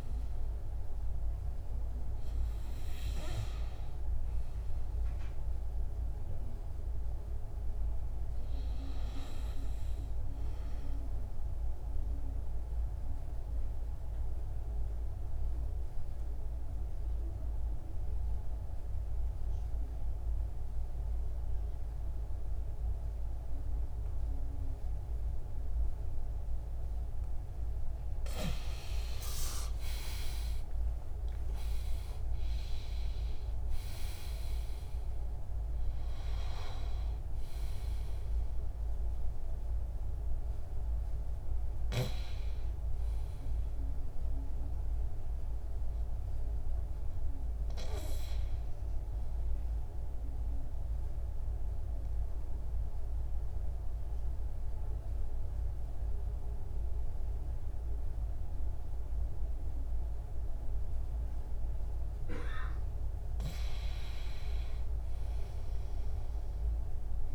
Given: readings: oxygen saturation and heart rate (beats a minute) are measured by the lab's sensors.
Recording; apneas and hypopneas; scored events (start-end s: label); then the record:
breathing in sleep by a room microphone; 2
11.50-28.50 s: obstructive apnea (oxygen 97% before, 91% lowest, heart rate 75 before, 64 extreme, up 27 after)
27.00-51.00 s: oxygen desaturation (device-marked, oxygen 96% before, 91% lowest, heart rate 73 before, 64 extreme)
29.50-33.50 s: arousal
49.50-63.00 s: obstructive apnea (oxygen 96% before, 92% lowest, heart rate 77 before, 67 extreme, up 5 after)
64.00-67.35 s: arousal
From the record:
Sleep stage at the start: N2 (light sleep); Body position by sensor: on the back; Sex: male